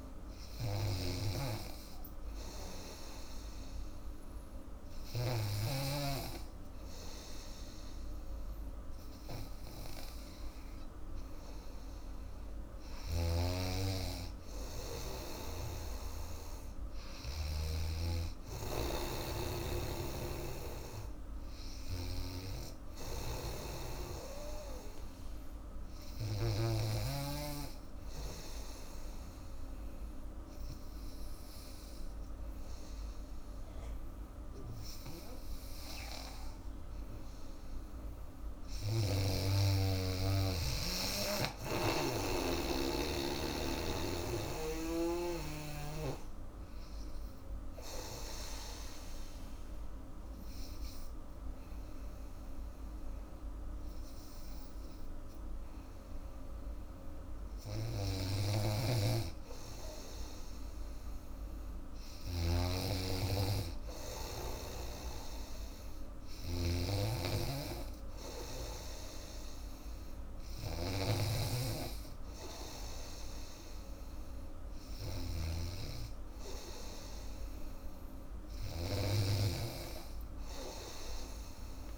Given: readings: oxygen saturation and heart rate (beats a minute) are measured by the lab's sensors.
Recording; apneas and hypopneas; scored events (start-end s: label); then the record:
breathing in sleep by a room microphone; 3
0.00-2.00 s: oxygen desaturation (device-marked, oxygen 94% lowest, heart rate 84 extreme)
0.00-5.50 s: snoring (device-marked)
1.00-12.00 s: hypopnea (oxygen 97% before, 92% lowest, heart rate 84 before, 85 extreme, up 2 after)
14.00-16.50 s: arousal
23.00-26.50 s: snoring (device-marked)
25.00-37.00 s: hypopnea (oxygen 97% before, 92% lowest, heart rate 86 before, 79 extreme, up 1 after)
40.00-43.50 s: arousal
43.00-61.00 s: oxygen desaturation (device-marked, oxygen 97% before, 92% lowest, heart rate 87 before, 80 extreme)
47.50-58.50 s: obstructive apnea (oxygen 97% before, 92% lowest, heart rate 86 before, 82 extreme, up 4 after)
58.00-62.50 s: snoring (device-marked)
61.00-64.50 s: arousal
63.00-75.00 s: oxygen desaturation (device-marked, oxygen 98% before, 94% lowest, heart rate 82 before, 84 extreme)
67.00-81.98 s: snoring (device-marked)
From the record:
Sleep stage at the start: N2 (light sleep); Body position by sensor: on the back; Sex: female